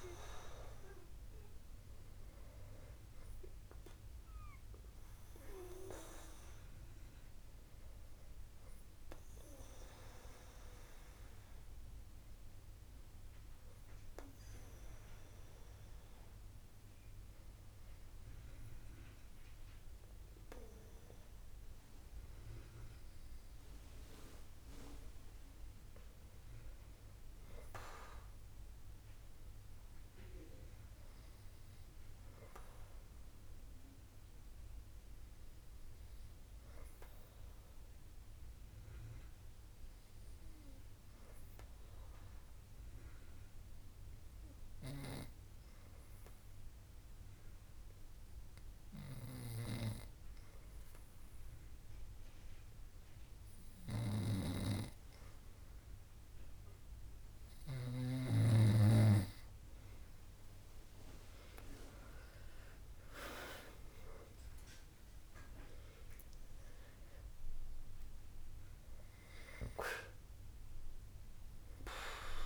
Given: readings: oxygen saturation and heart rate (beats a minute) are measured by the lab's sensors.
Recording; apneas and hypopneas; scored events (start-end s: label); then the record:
breathing in sleep by a room microphone; 2
7.50-21.00 s: hypopnea (oxygen 98% before, 94% lowest, heart rate 70 before, 62 extreme, up 9 after)
27.00-30.50 s: arousal
37.00-53.50 s: obstructive apnea (oxygen 98% before, 94% lowest, heart rate 68 before, 63 extreme, up 6 after)
61.00-72.46 s: oxygen desaturation (device-marked, oxygen 98% before, 94% lowest, heart rate 67 before, 62 extreme)
64.50-68.00 s: arousal
From the record:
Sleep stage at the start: N2 (light sleep); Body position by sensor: on the back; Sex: female